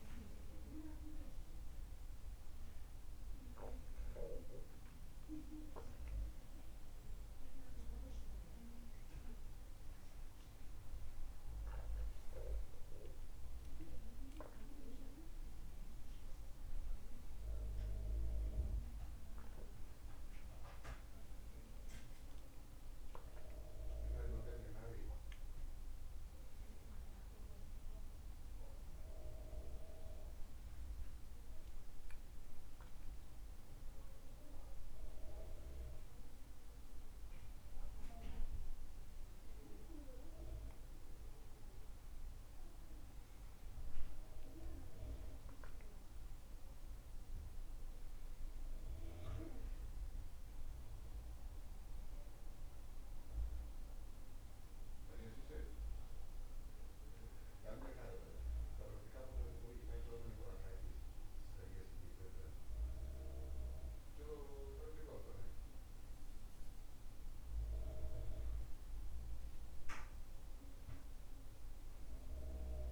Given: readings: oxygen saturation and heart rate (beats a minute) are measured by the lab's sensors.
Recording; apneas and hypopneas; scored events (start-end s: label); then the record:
a person awake in a sleep study, by a room microphone; none
none scored
From the record:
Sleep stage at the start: awake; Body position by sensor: on the back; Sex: male